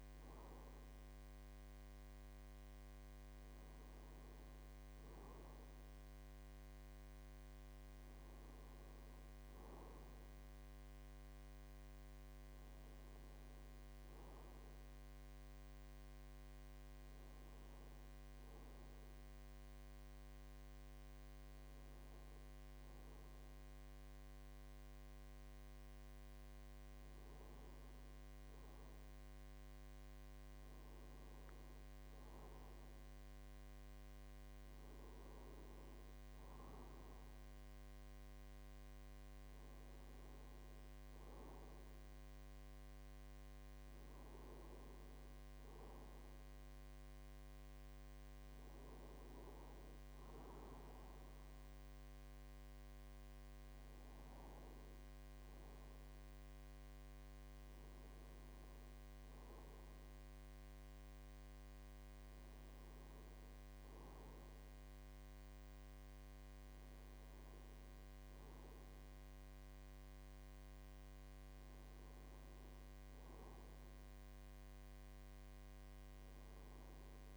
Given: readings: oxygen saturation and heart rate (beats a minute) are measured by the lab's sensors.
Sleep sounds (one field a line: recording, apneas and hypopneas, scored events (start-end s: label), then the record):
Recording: a person awake in a sleep study, hard to hear, by a microphone on the trachea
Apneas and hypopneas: none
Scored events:
none scored
From the record:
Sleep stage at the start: awake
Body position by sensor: on the right side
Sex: male